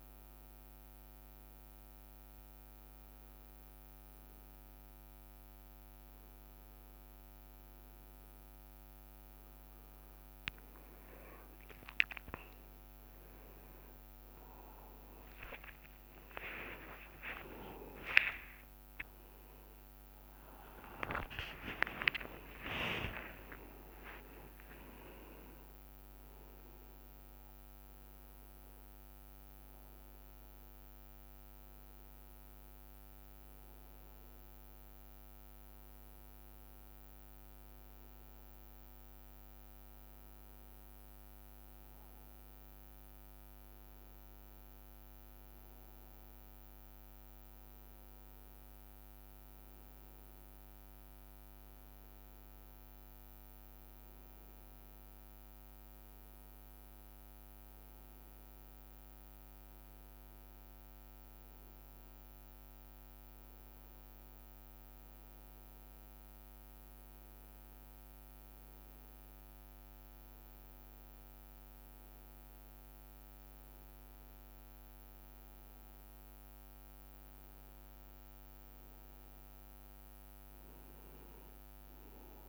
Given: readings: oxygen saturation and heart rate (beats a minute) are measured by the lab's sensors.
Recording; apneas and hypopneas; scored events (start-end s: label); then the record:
a person partly awake in a sleep study, by a microphone on the trachea; none
12.50-14.50 s: long interval between heartbeats (device-marked, heart rate 66 before, 72 extreme)
13.00-22.00 s: tachycardia (device-marked, heart rate 58 before, 135 extreme)
16.00-18.00 s: long interval between heartbeats (device-marked, heart rate 69 before, 101 extreme)
19.00-21.00 s: long interval between heartbeats (device-marked, heart rate 76 before, 131 extreme)
21.50-23.50 s: long interval between heartbeats (device-marked, heart rate 82 before, 135 extreme)
24.50-26.50 s: long interval between heartbeats (device-marked, heart rate 92 before, 98 extreme)
38.00-40.00 s: long interval between heartbeats (device-marked, heart rate 77 before, 26 extreme)
38.00-82.49 s: new sleep stage, N1 (lightest sleep)
From the record:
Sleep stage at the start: awake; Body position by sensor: on the right side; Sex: male